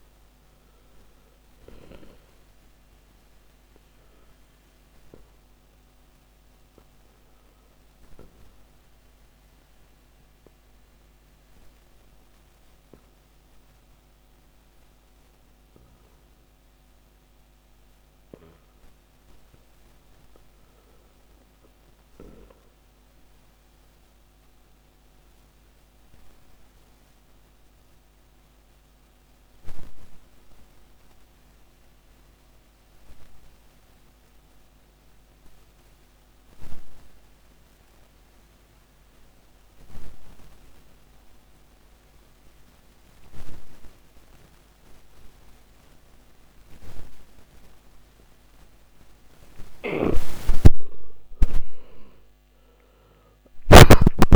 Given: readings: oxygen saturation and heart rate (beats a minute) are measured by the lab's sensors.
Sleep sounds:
breathing in sleep by a microphone on the trachea; 1
3.00-49.50 s: obstructive apnea (oxygen 98% before, 84% lowest, heart rate 61 before, 47 extreme, up 30 after)
15.50-36.50 s: oxygen desaturation (device-marked, oxygen 96% before, 86% lowest, heart rate 54 before, 48 extreme)
49.50-54.00 s: snoring (device-marked)
52.00-54.36 s: arousal
From the record:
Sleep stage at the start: N2 (light sleep); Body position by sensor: on the back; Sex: male

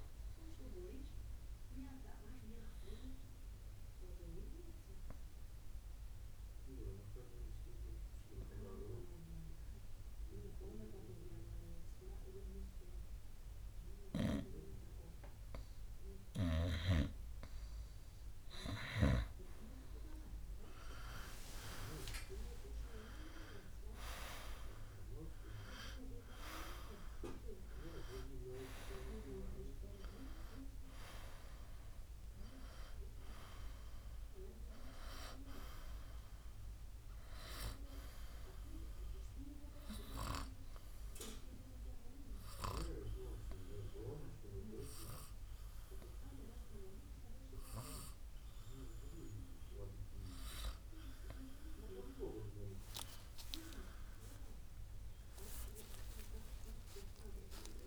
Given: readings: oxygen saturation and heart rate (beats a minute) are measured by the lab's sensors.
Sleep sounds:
breathing in sleep by a room microphone; 2
0.00-15.00 s: oxygen desaturation (device-marked, oxygen 95% before, 91% lowest, heart rate 61 before, 56 extreme)
1.00-17.00 s: obstructive apnea (oxygen 95% before, 91% lowest, heart rate 61 before, 56 extreme, up 7 after)
19.50-23.00 s: arousal
41.50-52.50 s: obstructive apnea (oxygen 98% before, 91% lowest, heart rate 64 before, 56 extreme, up 29 after)
43.00-57.87 s: oxygen desaturation (device-marked, oxygen 96% before, 91% lowest, heart rate 64 before, 56 extreme)
55.00-57.87 s: arousal
From the record:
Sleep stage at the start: N2 (light sleep); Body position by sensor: on the right side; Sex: male

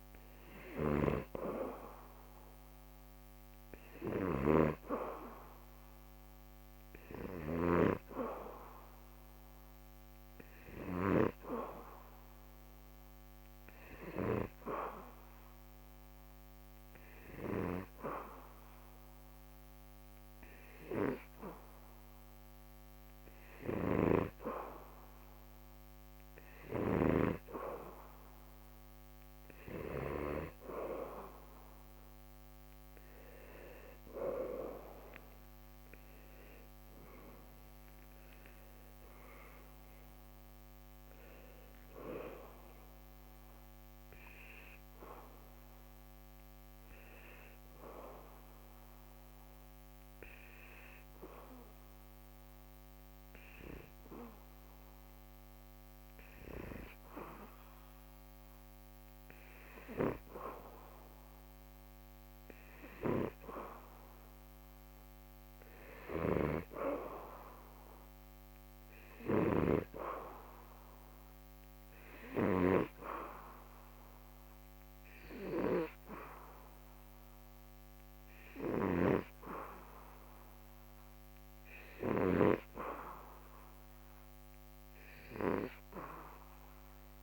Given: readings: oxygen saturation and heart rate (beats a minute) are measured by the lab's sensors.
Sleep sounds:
breathing in sleep by a microphone on the trachea; 1
37.00-41.50 s: arousal
45.00-61.00 s: hypopnea (oxygen 93% before, 90% lowest, heart rate 81 before, 73 extreme)
63.00-66.50 s: arousal
67.00-84.00 s: oxygen desaturation (device-marked, oxygen 96% before, 91% lowest, heart rate 78 before, 74 extreme)
From the record:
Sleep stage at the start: N2 (light sleep); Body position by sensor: on the back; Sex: male

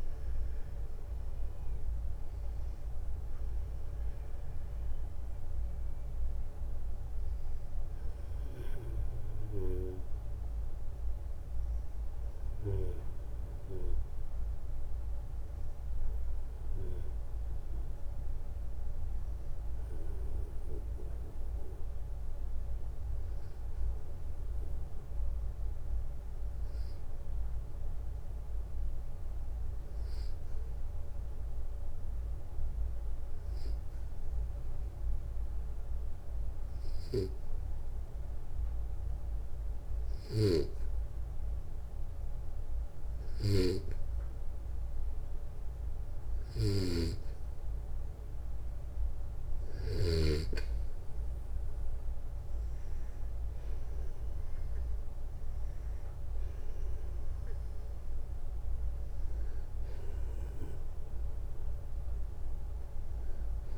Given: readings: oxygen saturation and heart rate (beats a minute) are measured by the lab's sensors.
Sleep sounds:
breathing in sleep by a room microphone; 1
12.50-27.50 s: oxygen desaturation (device-marked, oxygen 94% before, 89% lowest, heart rate 68 before, 59 extreme)
25.00-46.00 s: hypopnea (oxygen 95% before, 94% lowest, heart rate 62 before, 59 extreme, up 3 after)
39.50-49.50 s: snoring (device-marked)
52.50-56.00 s: arousal
From the record:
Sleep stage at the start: N2 (light sleep); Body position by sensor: on the back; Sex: male

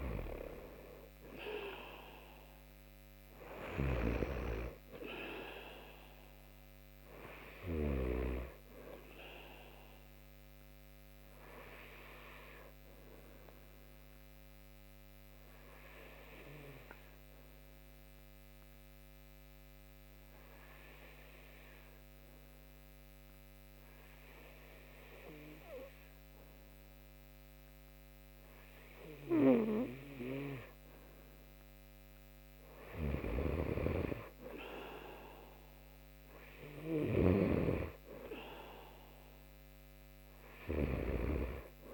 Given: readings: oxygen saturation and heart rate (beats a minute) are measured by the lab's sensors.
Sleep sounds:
breathing in sleep by a microphone on the trachea; 1
3.00-7.50 s: snoring (device-marked)
12.00-30.00 s: obstructive apnea (oxygen 94% before, 89% lowest)
31.00-35.00 s: arousal
32.00-40.50 s: snoring (device-marked)
34.50-41.94 s: oxygen desaturation (device-marked, oxygen 95% before, 89% lowest)
From the record:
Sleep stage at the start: N2 (light sleep); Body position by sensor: on the right side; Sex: male

